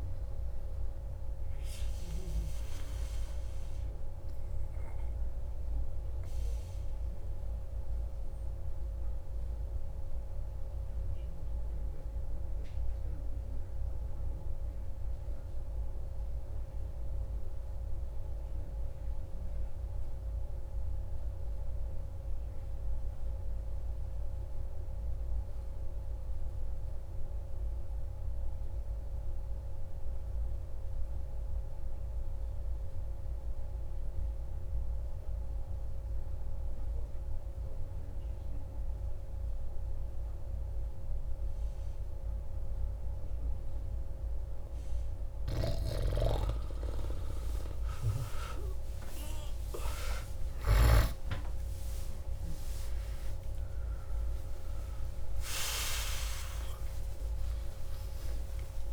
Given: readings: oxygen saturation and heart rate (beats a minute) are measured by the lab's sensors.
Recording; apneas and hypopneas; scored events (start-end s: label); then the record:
breathing in sleep by a room microphone; 1
3.50-44.00 s: obstructive apnea (oxygen 98% before, 91% lowest, heart rate 159 before, 48 extreme)
42.00-58.93 s: oxygen desaturation (device-marked, oxygen 97% before, 91% lowest, heart rate 122 before, 95 extreme)
46.50-52.50 s: arousal
From the record:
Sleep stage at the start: N2 (light sleep); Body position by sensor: on the back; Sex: male